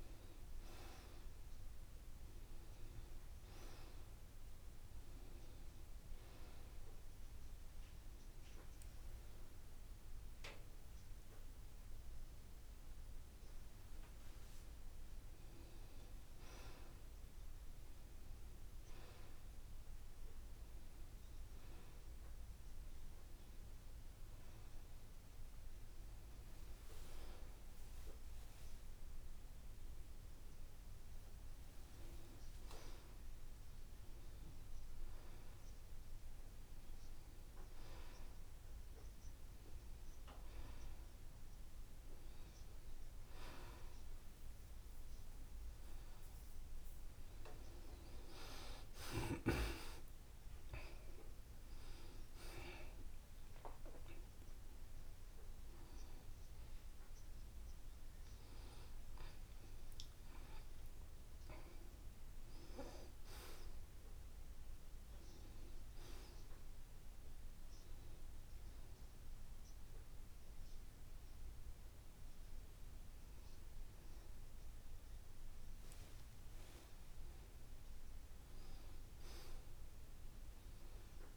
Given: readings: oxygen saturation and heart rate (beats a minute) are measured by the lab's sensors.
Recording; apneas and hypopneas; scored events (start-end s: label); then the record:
a person awake in a sleep study, by a room microphone; none
28.50-33.00 s: arousal
76.00-78.00 s: long interval between heartbeats (device-marked, heart rate 79 before, 85 extreme)
From the record:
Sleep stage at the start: awake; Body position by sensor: on the back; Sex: male